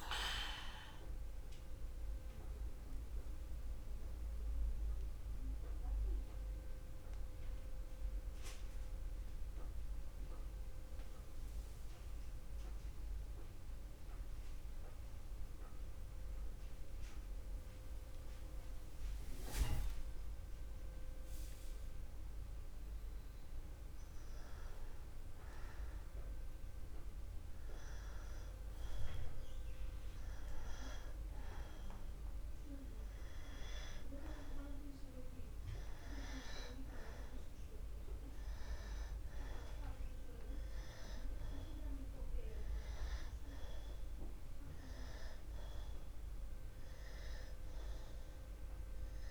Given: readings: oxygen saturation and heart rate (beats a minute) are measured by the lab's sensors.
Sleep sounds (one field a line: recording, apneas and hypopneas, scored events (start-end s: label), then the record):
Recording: breathing in sleep by a room microphone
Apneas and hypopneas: 1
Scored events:
0.00-1.50 s: arousal
0.00-5.50 s: oxygen desaturation (device-marked, oxygen 84% lowest, heart rate 56 extreme)
4.50-23.00 s: mixed apnea (oxygen 94% before, 89% lowest, heart rate 61 before, 61 extreme, up 26 after)
25.00-30.00 s: arousal
27.50-49.31 s: oxygen desaturation (device-marked, oxygen 98% before, 89% lowest, heart rate 68 before, 61 extreme)
From the record:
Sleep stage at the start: N2 (light sleep)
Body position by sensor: on the back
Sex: male